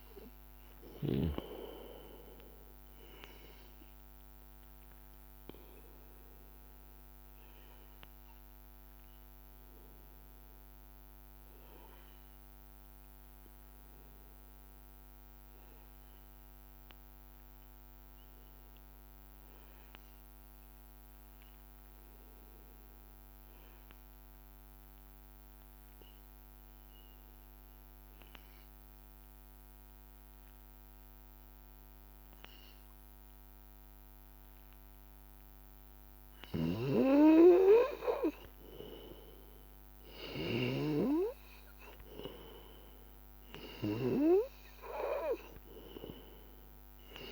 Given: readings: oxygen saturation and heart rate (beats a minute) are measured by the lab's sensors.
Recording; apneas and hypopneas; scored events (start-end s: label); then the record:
breathing in sleep by a microphone on the trachea; 1
0.00-12.00 s: oxygen desaturation (device-marked, oxygen 92% lowest, heart rate 83 extreme)
11.00-35.00 s: hypopnea (oxygen 97% before, 93% lowest, heart rate 85 before, 83 extreme, up 1 after)
29.00-47.32 s: oxygen desaturation (device-marked, oxygen 98% before, 93% lowest, heart rate 84 before, 83 extreme)
36.50-41.00 s: arousal
From the record:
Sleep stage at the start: N2 (light sleep); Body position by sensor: on the back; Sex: male